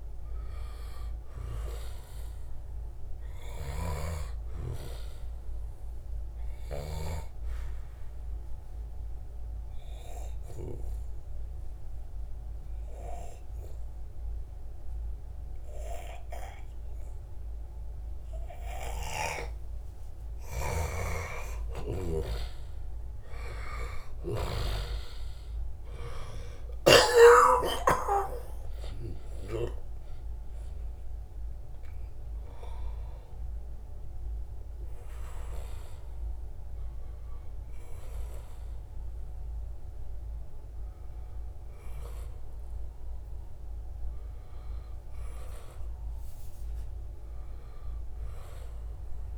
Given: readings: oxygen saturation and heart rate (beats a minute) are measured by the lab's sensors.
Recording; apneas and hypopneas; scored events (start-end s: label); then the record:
breathing in sleep by a room microphone; 1
3.00-6.50 s: snoring (device-marked)
5.00-49.38 s: new sleep stage, N2 (light sleep)
5.50-18.00 s: obstructive apnea (oxygen 94% before, 88% lowest, heart rate 84 before, 77 extreme, up 0 after)
23.00-27.00 s: arousal
23.50-27.50 s: snoring (device-marked)
26.00-44.00 s: oxygen desaturation (device-marked, oxygen 93% before, 88% lowest, heart rate 80 before, 76 extreme)
45.50-49.38 s: arousal
From the record:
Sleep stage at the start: N1 (lightest sleep); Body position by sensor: on the back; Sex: male